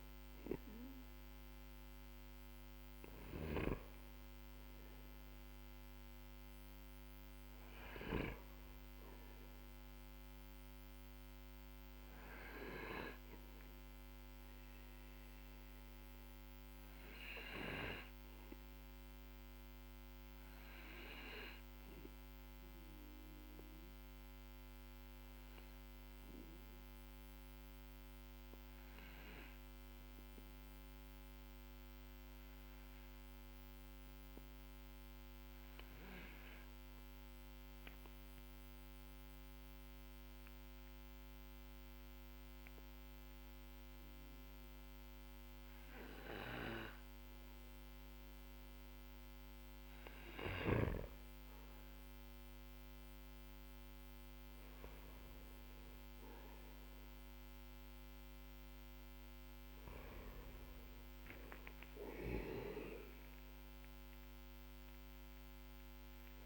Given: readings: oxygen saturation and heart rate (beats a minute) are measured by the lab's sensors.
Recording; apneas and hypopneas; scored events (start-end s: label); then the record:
breathing in sleep by a microphone on the trachea; 1
9.50-47.50 s: obstructive apnea (oxygen 98% before, 93% lowest, heart rate 57 before, 45 extreme, up 7 after)
50.00-54.50 s: arousal
62.00-66.46 s: arousal
From the record:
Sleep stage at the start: N2 (light sleep); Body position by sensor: on the right side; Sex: male